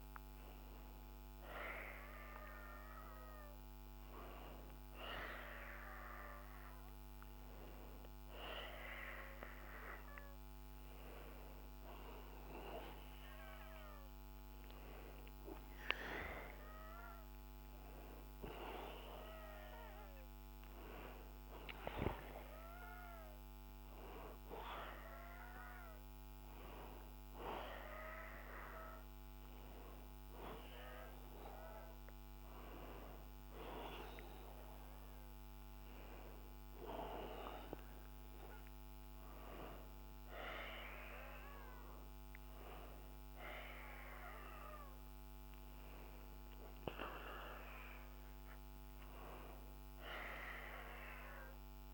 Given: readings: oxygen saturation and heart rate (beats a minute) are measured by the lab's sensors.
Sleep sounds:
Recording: breathing in sleep by a microphone on the trachea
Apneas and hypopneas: none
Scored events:
none scored
From the record:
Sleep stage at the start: N1 (lightest sleep)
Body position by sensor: on the back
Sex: male

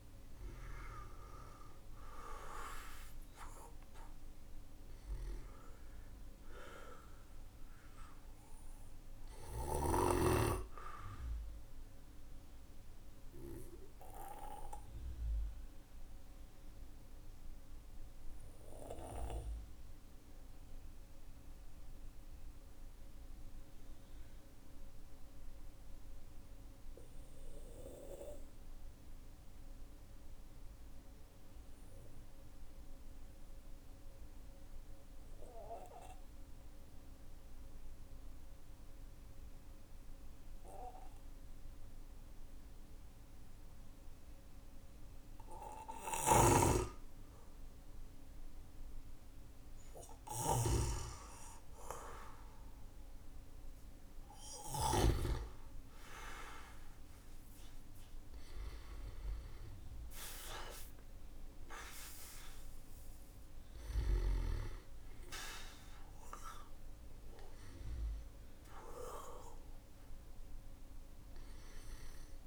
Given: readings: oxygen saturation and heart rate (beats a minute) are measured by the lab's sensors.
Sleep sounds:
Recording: breathing in sleep by a room microphone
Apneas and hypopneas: 1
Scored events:
7.50-13.00 s: arousal
15.50-46.00 s: mixed apnea (oxygen 98% before, 93% lowest, heart rate 60 before, 49 extreme, up 18 after)
45.50-54.50 s: snoring (device-marked)
49.50-59.50 s: oxygen desaturation (device-marked, oxygen 99% before, 95% lowest, heart rate 54 before, 48 extreme)
53.00-59.00 s: arousal
66.50-72.47 s: oxygen desaturation (device-marked, oxygen 96% before, 93% lowest, heart rate 59 before, 46 extreme)
From the record:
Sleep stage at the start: N2 (light sleep)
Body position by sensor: on the back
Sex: male

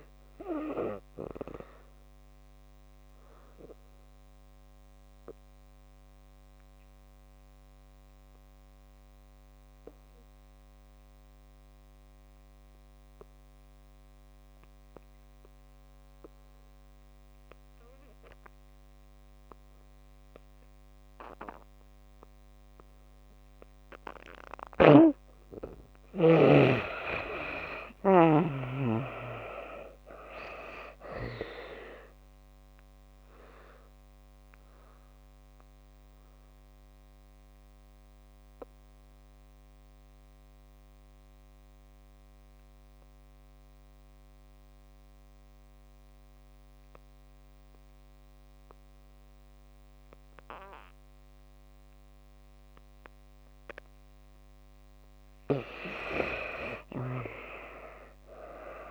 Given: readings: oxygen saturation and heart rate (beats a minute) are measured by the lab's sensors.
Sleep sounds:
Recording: breathing in sleep by a microphone on the trachea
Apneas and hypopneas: 2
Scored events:
0.00-19.50 s: oxygen desaturation (device-marked, oxygen 76% lowest)
0.50-23.50 s: obstructive apnea (oxygen 96% before, 74% lowest)
24.50-55.50 s: oxygen desaturation (device-marked, oxygen 96% before, 74% lowest)
27.00-29.50 s: arousal
32.50-54.50 s: obstructive apnea (oxygen 96% before, 71% lowest)
57.00-58.91 s: arousal
57.50-58.91 s: oxygen desaturation (device-marked, oxygen 95% before, 75% lowest)
From the record:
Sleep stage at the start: N2 (light sleep)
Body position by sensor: on the back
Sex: female

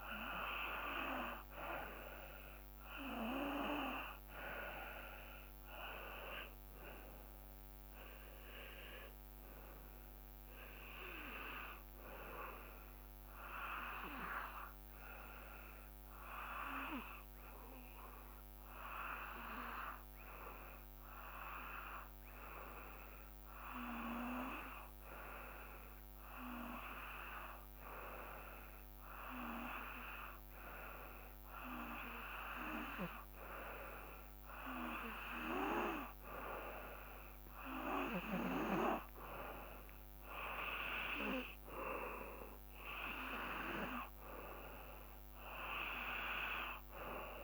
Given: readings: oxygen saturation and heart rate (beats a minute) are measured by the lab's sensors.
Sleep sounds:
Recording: breathing in sleep by a microphone on the trachea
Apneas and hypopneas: 1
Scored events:
8.00-11.50 s: arousal
15.00-31.00 s: hypopnea (oxygen 93% before, 92% lowest, heart rate 58 before, 56 extreme, up 3 after)
40.00-44.00 s: arousal
42.50-47.44 s: drop in pulse transit time (device-marked, heart rate 58 before, 57 extreme)
From the record:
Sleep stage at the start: N2 (light sleep)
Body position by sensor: on the back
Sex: male

